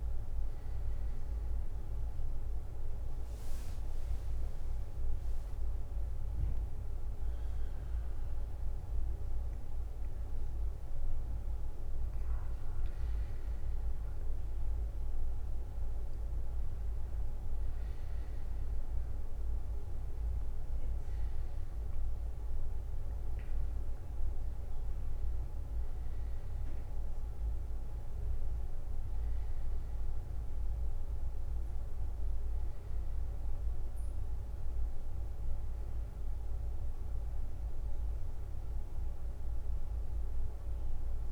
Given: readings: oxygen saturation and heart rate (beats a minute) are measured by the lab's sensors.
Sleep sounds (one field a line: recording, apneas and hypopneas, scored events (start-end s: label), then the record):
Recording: a person awake in a sleep study, hard to hear, by a room microphone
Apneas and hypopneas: none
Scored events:
3.50-6.00 s: leg movement (device-marked)
38.50-41.32 s: new sleep stage, N2 (light sleep)
From the record:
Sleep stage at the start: awake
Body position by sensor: on the back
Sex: male